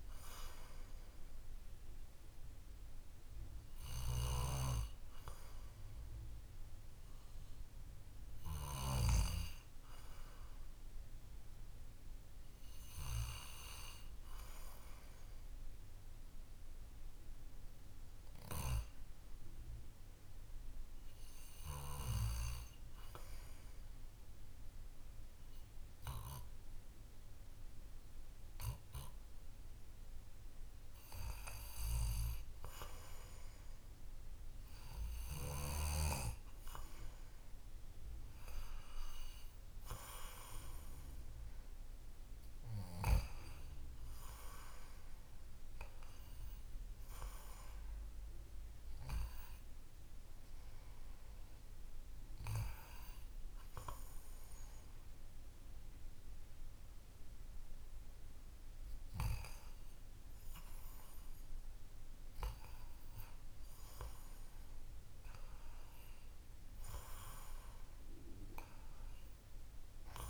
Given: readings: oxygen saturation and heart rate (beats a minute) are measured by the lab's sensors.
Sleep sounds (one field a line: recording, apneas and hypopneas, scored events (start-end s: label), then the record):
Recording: breathing in sleep by a room microphone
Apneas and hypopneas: 1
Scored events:
17.50-33.50 s: hypopnea (oxygen 95% before, 93% lowest, heart rate 53 before, 53 extreme, up 3 after)
36.00-39.50 s: arousal
From the record:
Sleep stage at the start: N2 (light sleep)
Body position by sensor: on the back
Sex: male